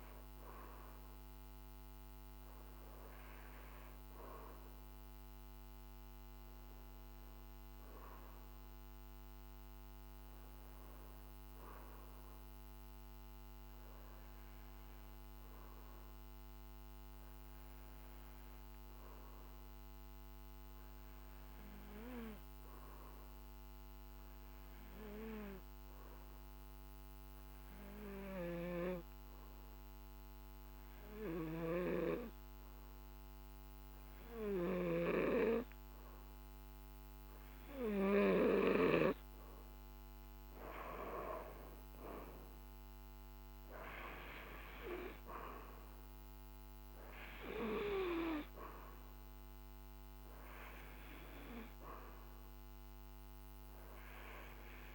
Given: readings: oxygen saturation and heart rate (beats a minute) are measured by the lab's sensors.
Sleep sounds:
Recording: breathing in sleep by a microphone on the trachea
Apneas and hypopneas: 1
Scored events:
14.00-35.50 s: obstructive apnea (oxygen 95% before, 92% lowest, heart rate 50 before, 49 extreme, up 7 after)
32.00-54.95 s: oxygen desaturation (device-marked, oxygen 95% before, 92% lowest, heart rate 50 before, 48 extreme)
39.50-43.50 s: arousal
From the record:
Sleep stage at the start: N2 (light sleep)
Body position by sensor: on the back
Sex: male

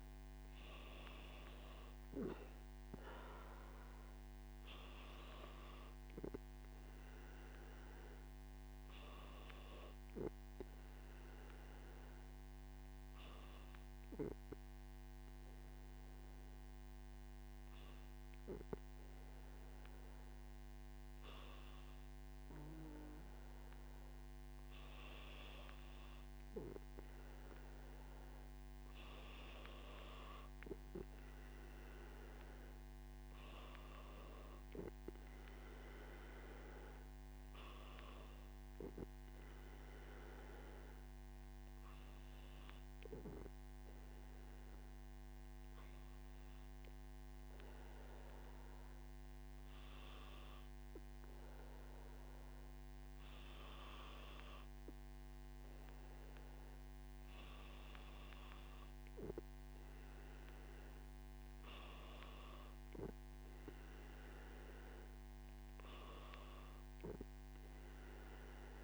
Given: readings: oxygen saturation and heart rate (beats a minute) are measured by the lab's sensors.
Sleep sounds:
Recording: breathing in sleep by a microphone on the trachea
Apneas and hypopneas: none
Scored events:
none scored
From the record:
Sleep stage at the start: N3 (deep sleep)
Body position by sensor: on the back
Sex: male

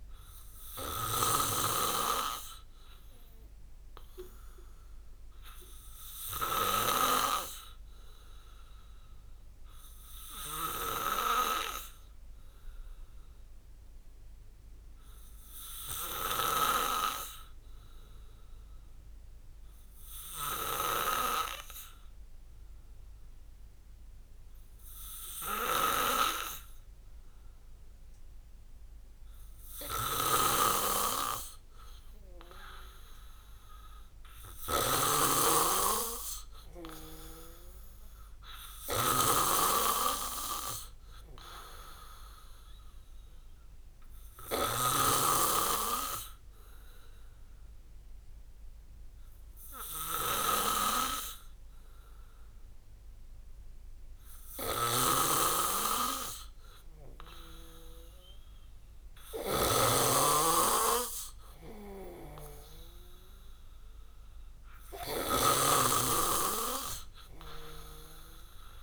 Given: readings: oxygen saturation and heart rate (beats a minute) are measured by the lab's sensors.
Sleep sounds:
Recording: breathing in sleep by a room microphone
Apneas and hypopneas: 1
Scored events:
0.00-1.50 s: oxygen desaturation (device-marked, oxygen 92% lowest)
0.00-68.83 s: snoring (device-marked)
7.50-11.50 s: arousal
16.00-33.50 s: obstructive apnea (oxygen 96% before, 91% lowest)
25.50-37.50 s: oxygen desaturation (device-marked, oxygen 96% before, 92% lowest)
37.50-43.00 s: arousal
From the record:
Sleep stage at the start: N2 (light sleep)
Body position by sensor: on the back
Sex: male

